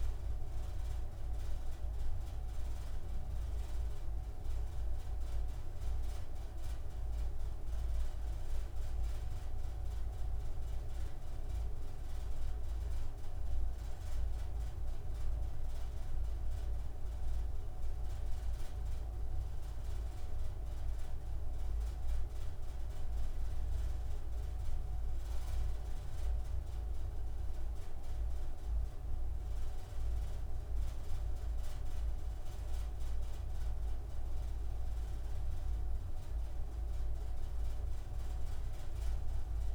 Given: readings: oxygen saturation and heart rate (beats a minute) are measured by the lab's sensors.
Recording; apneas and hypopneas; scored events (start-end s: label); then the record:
breathing in sleep, hard to hear, by a room microphone; none
none scored
From the record:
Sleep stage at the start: N2 (light sleep); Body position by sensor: on the right side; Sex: male